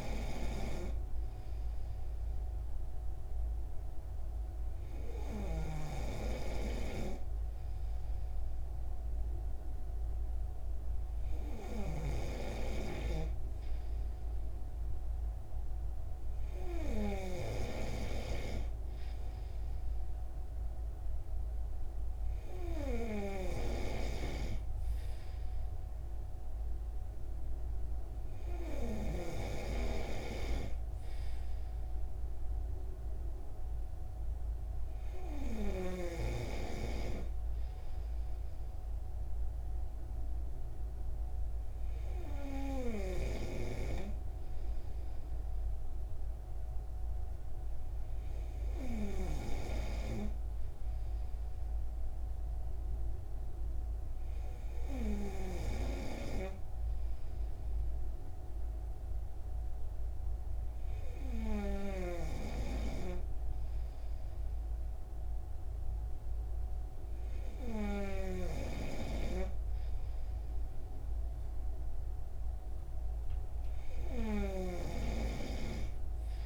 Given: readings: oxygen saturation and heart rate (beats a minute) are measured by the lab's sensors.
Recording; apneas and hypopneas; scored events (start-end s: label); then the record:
breathing in sleep by a room microphone; none
49.00-76.46 s: new sleep stage, N3 (deep sleep)
From the record:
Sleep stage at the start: N2 (light sleep); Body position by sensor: on the right side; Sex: male